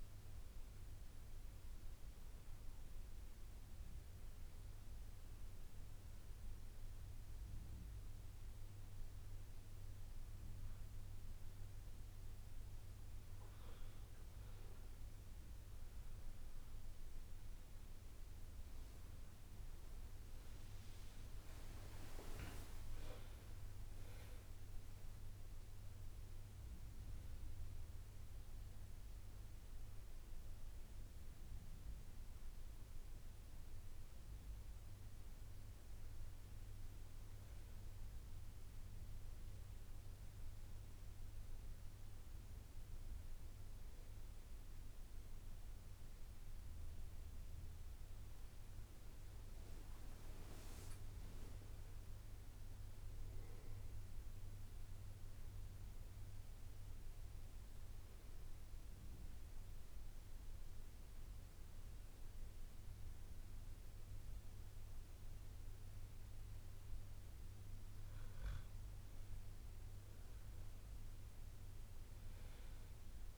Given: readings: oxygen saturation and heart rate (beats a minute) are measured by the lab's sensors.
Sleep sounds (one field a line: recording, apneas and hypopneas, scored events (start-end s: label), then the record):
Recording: breathing in sleep, hard to hear, by a room microphone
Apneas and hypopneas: 2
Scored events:
0.00-7.00 s: oxygen desaturation (device-marked, oxygen 92% lowest, heart rate 60 extreme)
4.50-14.50 s: hypopnea (oxygen 96% before, 95% lowest, heart rate 63 before, 60 extreme, up 3 after)
19.50-24.00 s: arousal
34.00-73.38 s: new sleep stage, N1 (lightest sleep)
47.50-51.00 s: arousal
55.50-66.50 s: hypopnea (oxygen 100% before, 92% lowest, heart rate 62 before, 58 extreme, up 2 after)
60.00-71.00 s: bradycardia (device-marked, heart rate 71 before, 58 extreme)
From the record:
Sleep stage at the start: N2 (light sleep)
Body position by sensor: on the back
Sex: male